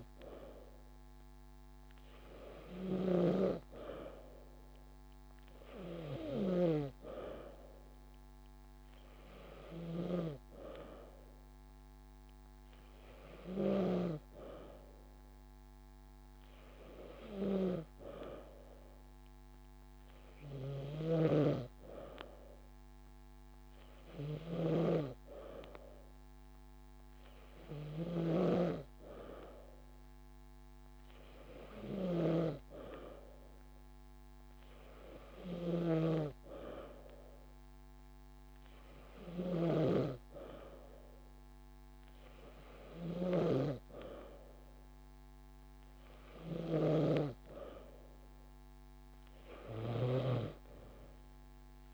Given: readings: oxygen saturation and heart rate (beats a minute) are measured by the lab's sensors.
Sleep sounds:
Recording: breathing in sleep by a microphone on the trachea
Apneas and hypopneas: none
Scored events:
4.00-6.00 s: long interval between heartbeats (device-marked)
15.00-17.00 s: long interval between heartbeats (device-marked)
20.00-22.00 s: long interval between heartbeats (device-marked)
21.50-23.50 s: drop in pulse transit time (device-marked)
30.00-32.00 s: long interval between heartbeats (device-marked)
49.50-51.94 s: drop in pulse transit time (device-marked)
From the record:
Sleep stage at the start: N2 (light sleep)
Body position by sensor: on the back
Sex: female

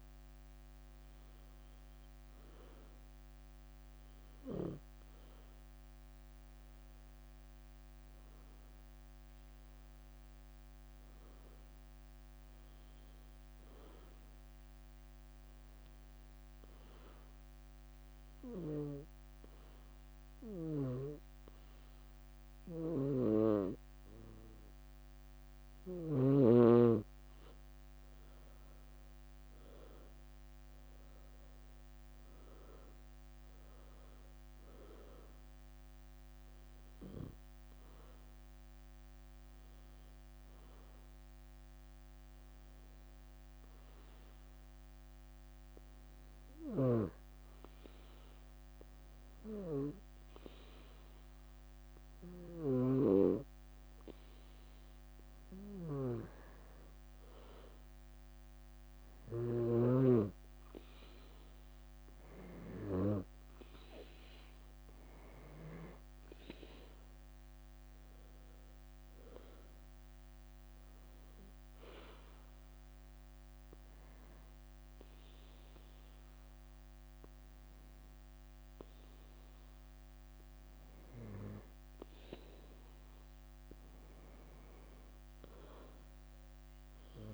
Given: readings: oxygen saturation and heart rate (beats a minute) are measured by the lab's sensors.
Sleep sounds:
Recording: breathing in sleep by a microphone on the trachea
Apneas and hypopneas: 3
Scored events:
13.00-24.50 s: hypopnea (oxygen 94% before, 89% lowest, heart rate 73 before, 67 extreme, up 7 after)
19.00-22.50 s: leg movement (device-marked)
27.00-31.50 s: leg movement (device-marked)
28.50-32.50 s: arousal
36.00-49.00 s: oxygen desaturation (device-marked, oxygen 93% before, 89% lowest, heart rate 73 before, 67 extreme)
37.00-49.50 s: hypopnea (oxygen 93% before, 89% lowest, heart rate 73 before, 67 extreme, up 5 after)
52.00-55.00 s: arousal
69.50-81.00 s: obstructive apnea (oxygen 95% before, 89% lowest, heart rate 72 before, 65 extreme, up 8 after)
83.00-86.00 s: arousal
From the record:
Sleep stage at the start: N2 (light sleep)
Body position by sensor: on the back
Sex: female

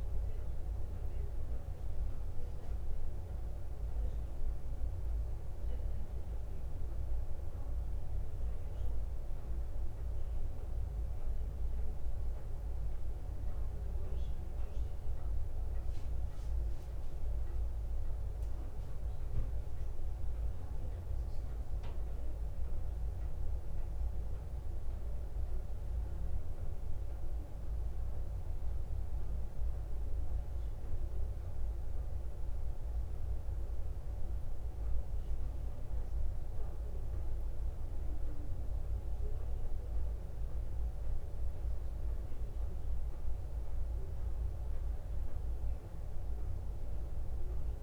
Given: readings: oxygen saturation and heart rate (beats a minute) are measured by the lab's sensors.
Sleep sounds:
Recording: breathing in sleep, hard to hear, by a room microphone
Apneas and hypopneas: none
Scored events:
none scored
From the record:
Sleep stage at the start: N2 (light sleep)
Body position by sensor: on the back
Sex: female

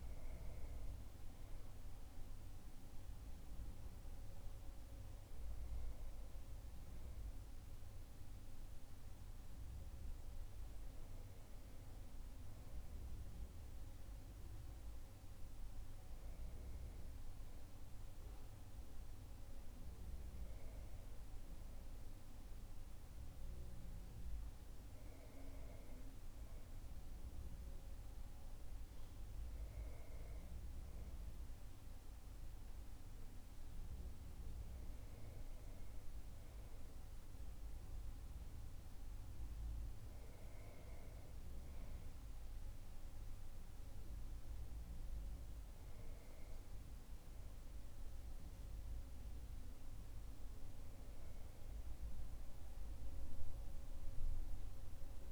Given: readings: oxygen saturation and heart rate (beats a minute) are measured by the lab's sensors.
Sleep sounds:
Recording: breathing in sleep, hard to hear, by a room microphone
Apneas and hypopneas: none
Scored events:
none scored
From the record:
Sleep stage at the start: N2 (light sleep)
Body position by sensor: on the back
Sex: male

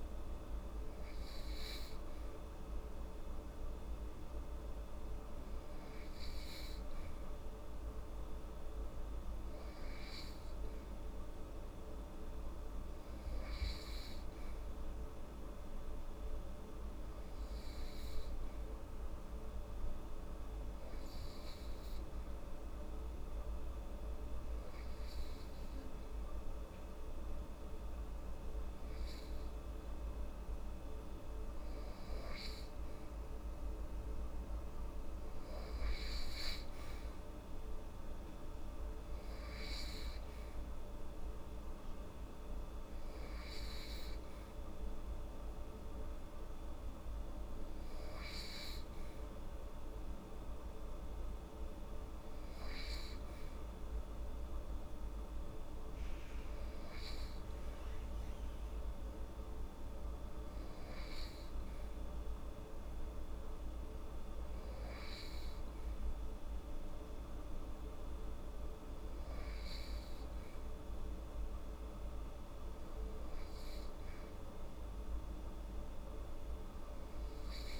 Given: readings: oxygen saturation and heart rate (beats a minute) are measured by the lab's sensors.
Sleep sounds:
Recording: breathing in sleep, hard to hear, by a room microphone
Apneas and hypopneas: 1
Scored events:
19.00-30.50 s: hypopnea (oxygen 95% before, 94% lowest, heart rate 78 before, 76 extreme, up 1 after)
32.50-36.00 s: arousal
From the record:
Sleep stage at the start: N2 (light sleep)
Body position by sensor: on the right side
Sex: female

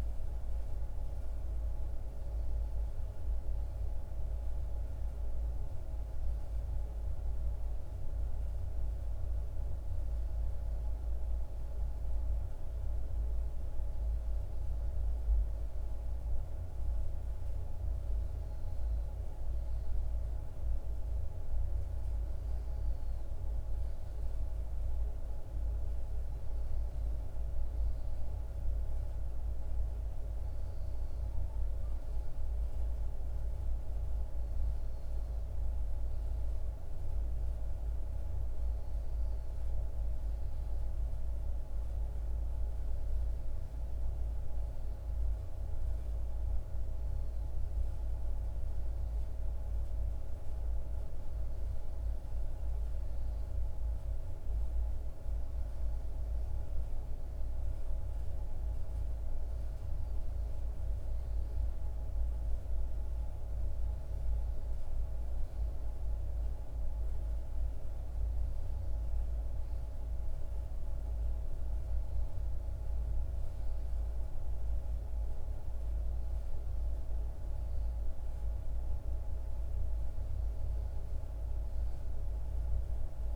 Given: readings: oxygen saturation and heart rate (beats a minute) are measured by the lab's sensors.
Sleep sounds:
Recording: breathing in sleep, hard to hear, by a room microphone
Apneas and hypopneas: none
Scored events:
none scored
From the record:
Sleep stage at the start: N1 (lightest sleep)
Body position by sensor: on the right side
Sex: male

